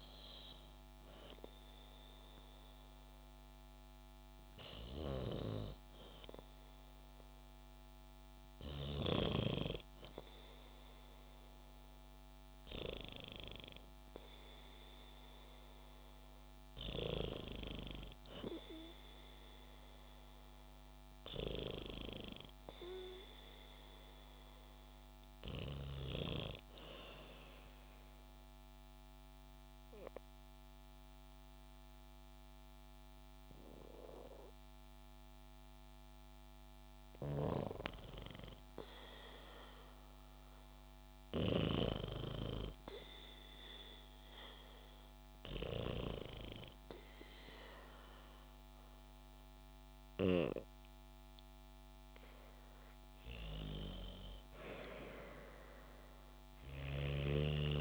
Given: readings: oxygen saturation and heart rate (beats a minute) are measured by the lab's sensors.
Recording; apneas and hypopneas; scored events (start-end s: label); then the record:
breathing in sleep by a microphone on the trachea; 1
18.50-21.50 s: arousal
27.00-37.50 s: obstructive apnea (oxygen 98% before, 95% lowest, heart rate 66 before, 66 extreme, up 2 after)
39.50-43.50 s: arousal
56.00-57.81 s: snoring (device-marked)
From the record:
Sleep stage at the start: N2 (light sleep); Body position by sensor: on the back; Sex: female